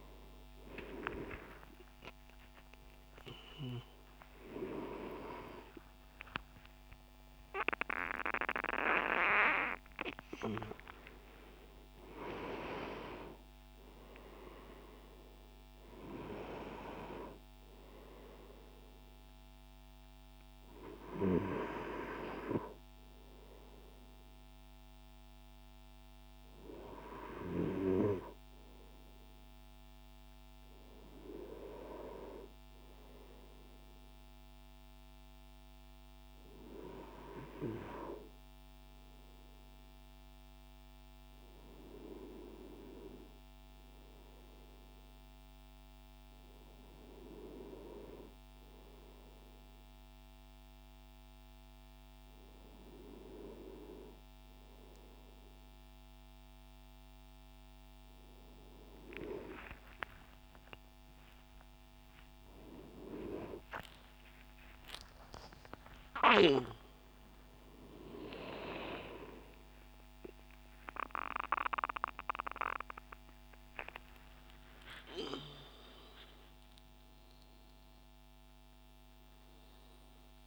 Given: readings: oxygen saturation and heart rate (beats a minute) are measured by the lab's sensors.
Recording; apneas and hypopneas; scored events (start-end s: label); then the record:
a person awake in a sleep study, by a microphone on the trachea; none
10.00-80.47 s: new sleep stage, awake
From the record:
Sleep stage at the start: REM sleep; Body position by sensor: on the front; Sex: male